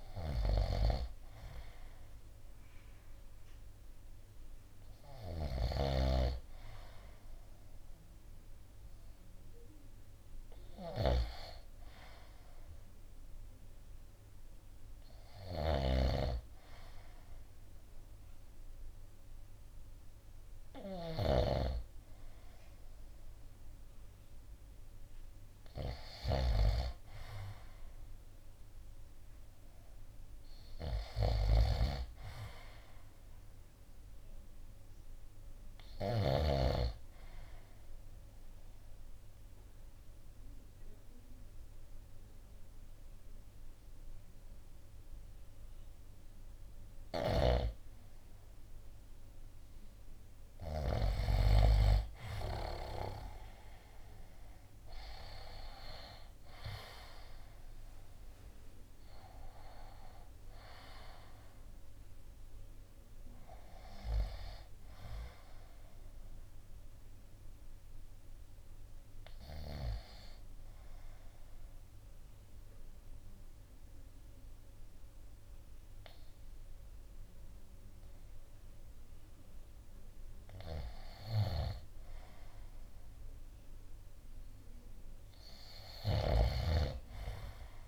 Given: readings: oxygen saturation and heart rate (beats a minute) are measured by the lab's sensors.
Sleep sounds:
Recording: breathing in sleep by a room microphone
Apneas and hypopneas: 2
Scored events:
5.00-36.00 s: snoring (device-marked)
37.50-49.50 s: obstructive apnea (oxygen 95% before, 91% lowest, heart rate 58 before, 56 extreme, up 6 after)
53.50-57.50 s: arousal
56.00-82.00 s: oxygen desaturation (device-marked, oxygen 96% before, 91% lowest, heart rate 58 before, 55 extreme)
57.00-72.00 s: drop in pulse transit time (device-marked, heart rate 58 before, 56 extreme)
70.00-80.50 s: obstructive apnea (oxygen 96% before, 91% lowest, heart rate 60 before, 55 extreme, up 2 after)
83.50-87.50 s: arousal
85.50-87.88 s: snoring (device-marked)
From the record:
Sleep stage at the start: N2 (light sleep)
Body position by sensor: on the right side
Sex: male

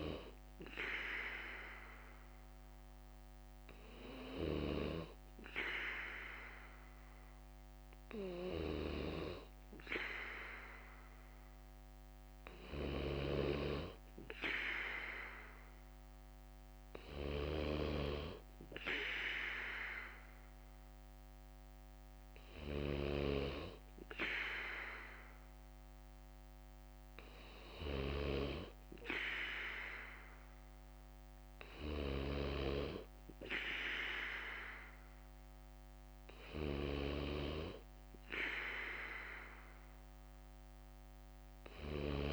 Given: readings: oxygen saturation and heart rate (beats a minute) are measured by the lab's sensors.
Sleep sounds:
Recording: breathing in sleep by a microphone on the trachea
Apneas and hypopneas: none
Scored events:
0.00-42.33 s: bradycardia (device-marked, heart rate 52 extreme)
41.00-42.33 s: arousal
From the record:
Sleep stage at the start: N2 (light sleep)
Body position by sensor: on the back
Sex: male

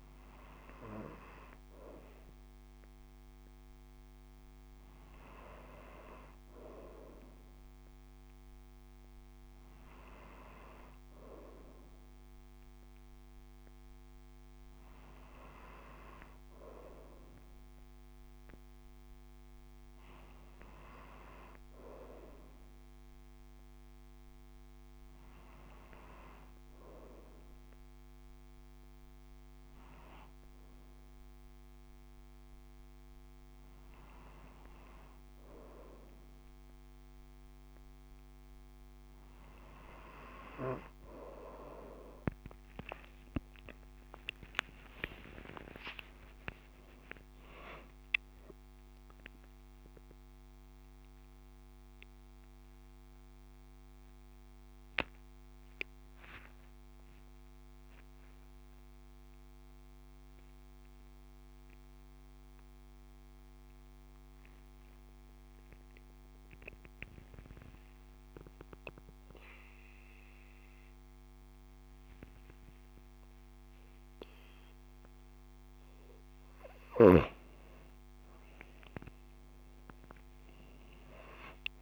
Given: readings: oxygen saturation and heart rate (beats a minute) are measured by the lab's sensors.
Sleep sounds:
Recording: breathing in sleep by a microphone on the trachea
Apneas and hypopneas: 1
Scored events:
44.00-48.00 s: arousal
50.50-76.50 s: mixed apnea (oxygen 94% before, 93% lowest)
78.50-81.50 s: arousal
From the record:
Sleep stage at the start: N2 (light sleep)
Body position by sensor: upright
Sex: female

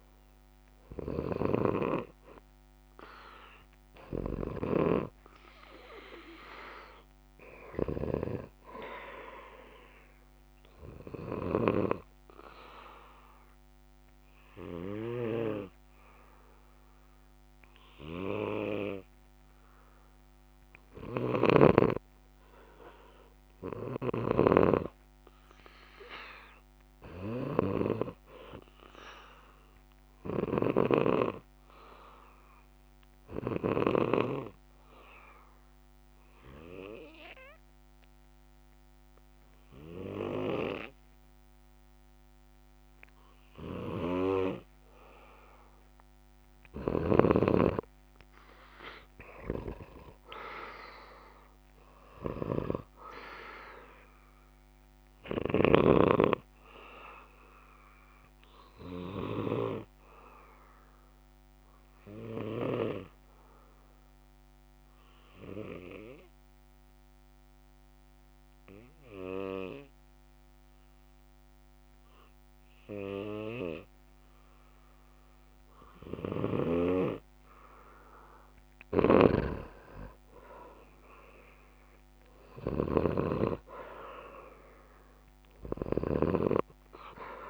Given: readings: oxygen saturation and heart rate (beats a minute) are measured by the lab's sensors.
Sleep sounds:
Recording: breathing in sleep by a microphone on the trachea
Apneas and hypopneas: 3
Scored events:
0.00-12.00 s: snoring (device-marked)
0.00-16.50 s: oxygen desaturation (device-marked, oxygen 91% lowest, heart rate 63 extreme)
11.00-21.00 s: obstructive apnea (oxygen 96% before, 89% lowest, heart rate 68 before, 64 extreme, up 10 after)
31.00-34.50 s: snoring (device-marked)
31.00-46.00 s: obstructive apnea (oxygen 95% before, 89% lowest, heart rate 68 before, 65 extreme, up 6 after)
47.00-56.00 s: snoring (device-marked)
47.50-50.00 s: arousal
49.50-68.50 s: oxygen desaturation (device-marked, oxygen 94% before, 89% lowest, heart rate 67 before, 59 extreme)
57.00-78.00 s: obstructive apnea (oxygen 95% before, 89% lowest, heart rate 69 before, 59 extreme, up 8 after)
79.00-87.49 s: snoring (device-marked)
81.50-85.00 s: arousal
82.50-87.49 s: oxygen desaturation (device-marked, oxygen 97% before, 91% lowest, heart rate 68 before, 59 extreme)
From the record:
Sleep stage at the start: N2 (light sleep)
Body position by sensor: on the back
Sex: male

